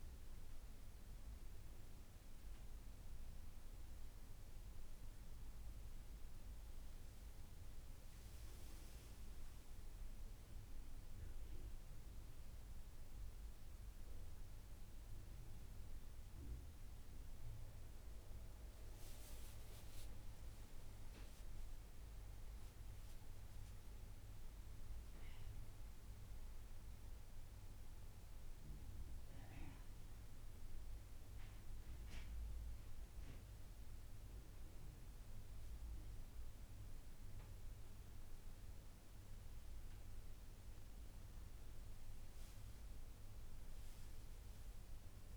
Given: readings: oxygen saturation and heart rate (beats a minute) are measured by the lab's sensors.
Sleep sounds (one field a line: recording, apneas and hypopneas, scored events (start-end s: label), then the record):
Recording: a person awake in a sleep study, hard to hear, by a room microphone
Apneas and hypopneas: none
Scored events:
9.00-11.00 s: long interval between heartbeats (device-marked)
From the record:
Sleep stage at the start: awake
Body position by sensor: on the back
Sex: female